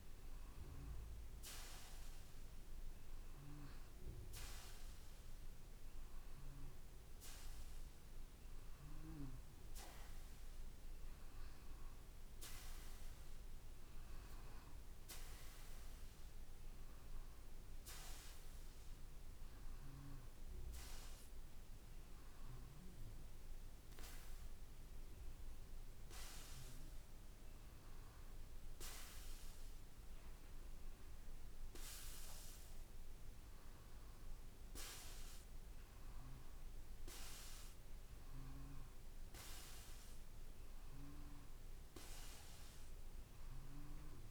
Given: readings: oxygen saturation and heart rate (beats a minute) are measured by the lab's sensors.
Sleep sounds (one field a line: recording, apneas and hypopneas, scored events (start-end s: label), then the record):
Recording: breathing in sleep by a room microphone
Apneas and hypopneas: none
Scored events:
none scored
From the record:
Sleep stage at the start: N2 (light sleep)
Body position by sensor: on the back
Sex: male